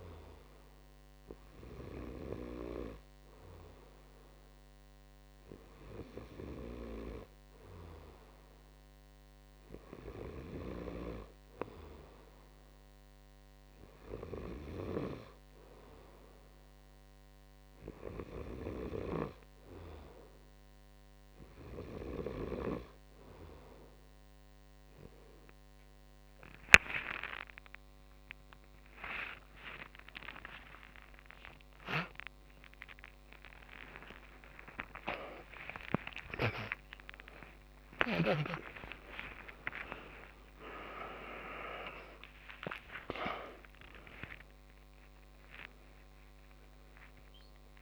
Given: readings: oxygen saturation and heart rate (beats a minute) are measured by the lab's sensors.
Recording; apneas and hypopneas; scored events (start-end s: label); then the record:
a person awake in a sleep study, by a microphone on the trachea; none
20.50-47.81 s: new sleep stage, awake
27.50-29.50 s: long interval between heartbeats (device-marked, heart rate 59 before, 70 extreme)
29.50-46.50 s: tachycardia (device-marked, heart rate 60 before, 162 extreme)
33.00-35.00 s: long interval between heartbeats (device-marked, heart rate 65 before, 114 extreme)
36.00-38.00 s: long interval between heartbeats (device-marked, heart rate 74 before, 143 extreme)
39.00-41.00 s: long interval between heartbeats (device-marked, heart rate 87 before, 159 extreme)
42.50-44.50 s: long interval between heartbeats (device-marked, heart rate 107 before, 141 extreme)
From the record:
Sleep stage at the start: N2 (light sleep); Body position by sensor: upright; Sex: male